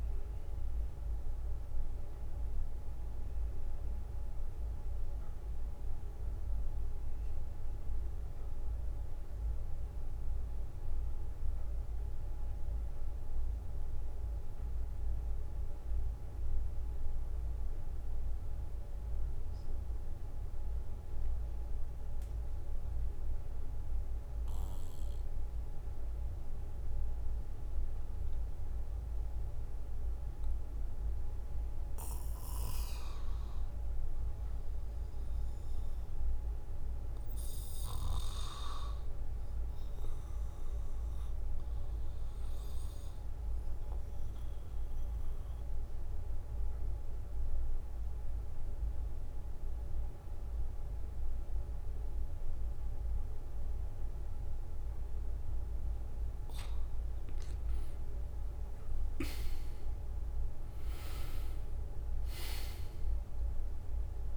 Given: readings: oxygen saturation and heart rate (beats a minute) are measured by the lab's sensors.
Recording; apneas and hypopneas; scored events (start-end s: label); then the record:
breathing in sleep, hard to hear, by a room microphone; 1
16.00-55.00 s: obstructive apnea (oxygen 96% before, 95% lowest, heart rate 61 before, 58 extreme, up 5 after)
58.00-59.00 s: leg movement (device-marked)
59.00-64.37 s: new sleep stage, awake
From the record:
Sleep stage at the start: N2 (light sleep); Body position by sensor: on the back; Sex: male